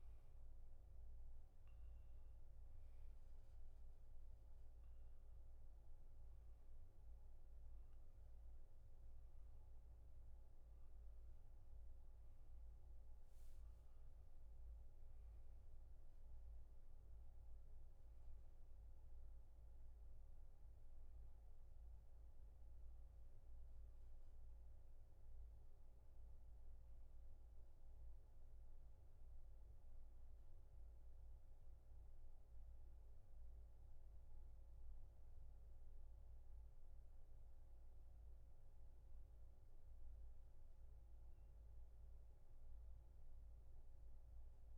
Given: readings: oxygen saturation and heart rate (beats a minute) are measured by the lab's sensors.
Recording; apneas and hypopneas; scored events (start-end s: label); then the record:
breathing in sleep, hard to hear, by a room microphone; none
none scored
From the record:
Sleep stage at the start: N1 (lightest sleep); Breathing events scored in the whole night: 268 in 4.1 hours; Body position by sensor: on the back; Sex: male